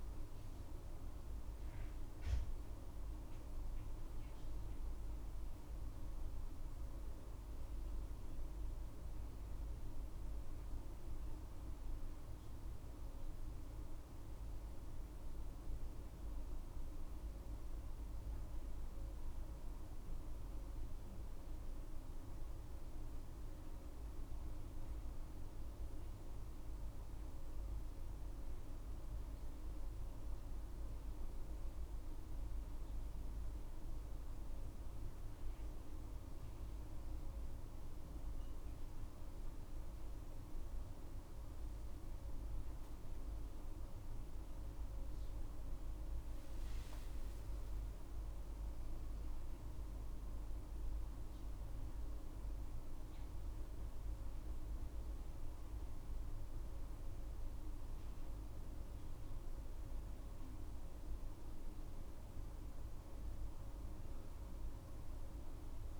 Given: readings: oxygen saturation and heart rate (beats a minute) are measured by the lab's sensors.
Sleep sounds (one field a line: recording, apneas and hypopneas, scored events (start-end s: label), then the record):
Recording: breathing in sleep, hard to hear, by a room microphone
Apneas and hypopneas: none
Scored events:
45.50-50.00 s: arousal
45.50-66.00 s: new sleep stage, N1 (lightest sleep)
From the record:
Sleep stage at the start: N2 (light sleep)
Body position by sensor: on the right side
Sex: female